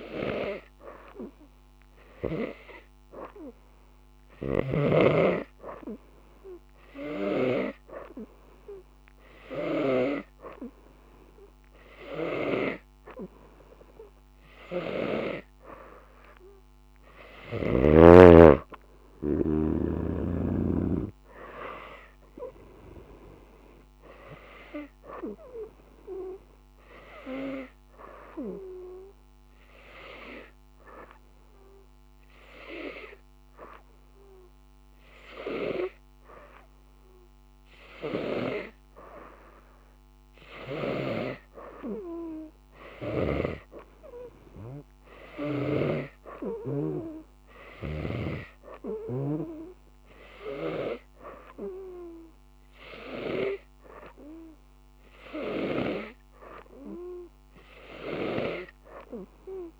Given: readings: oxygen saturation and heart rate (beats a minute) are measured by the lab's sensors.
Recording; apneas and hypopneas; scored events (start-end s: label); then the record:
breathing in sleep by a microphone on the trachea; 1
19.50-23.50 s: arousal
29.00-33.00 s: oxygen desaturation (device-marked, oxygen 92% before, 89% lowest, heart rate 91 before, 89 extreme)
29.00-39.00 s: obstructive apnea (oxygen 93% before, 89% lowest, heart rate 91 before, 89 extreme, up 1 after)
41.00-44.50 s: arousal
45.00-59.00 s: oxygen desaturation (device-marked, oxygen 96% before, 90% lowest, heart rate 90 before, 90 extreme)
From the record:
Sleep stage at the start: N2 (light sleep); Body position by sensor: on the right side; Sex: female